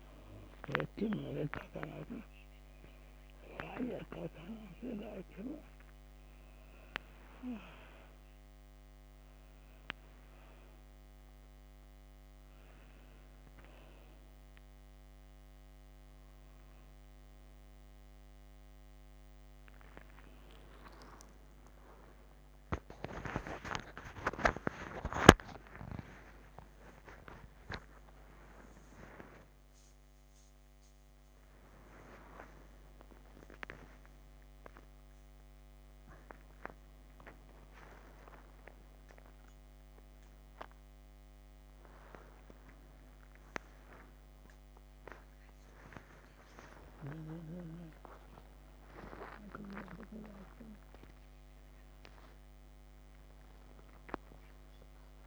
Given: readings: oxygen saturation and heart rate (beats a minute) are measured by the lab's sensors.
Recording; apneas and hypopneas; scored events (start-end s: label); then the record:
a person awake in a sleep study, by a microphone on the trachea; none
none scored
From the record:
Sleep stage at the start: awake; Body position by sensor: on the back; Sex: female